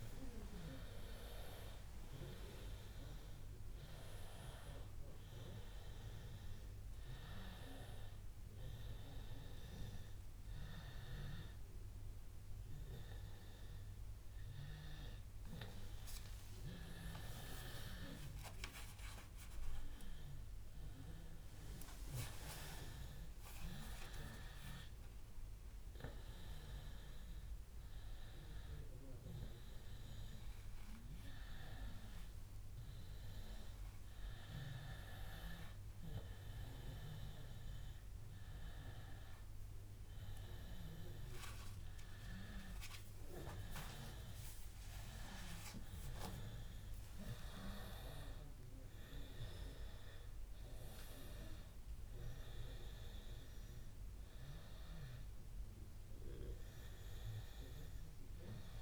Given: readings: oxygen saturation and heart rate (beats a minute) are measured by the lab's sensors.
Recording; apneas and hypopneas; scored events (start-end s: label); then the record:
a person awake in a sleep study, by a room microphone; none
none scored
From the record:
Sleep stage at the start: awake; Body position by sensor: on the back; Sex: male